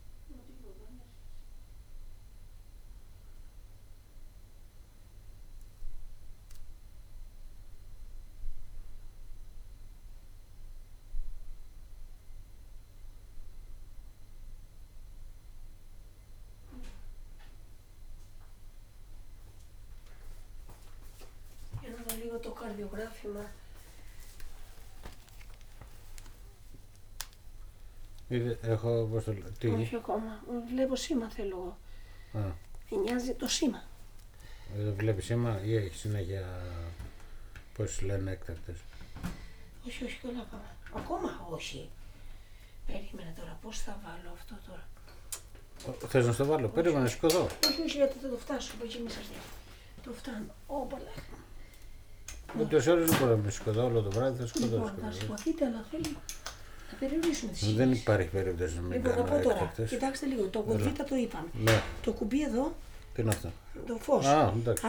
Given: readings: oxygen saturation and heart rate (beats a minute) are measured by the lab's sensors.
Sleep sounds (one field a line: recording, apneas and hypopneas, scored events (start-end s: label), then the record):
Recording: a person awake in a sleep study, by a room microphone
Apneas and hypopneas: none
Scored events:
53.50-59.00 s: snoring (device-marked)
From the record:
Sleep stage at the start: awake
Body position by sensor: on the back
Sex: male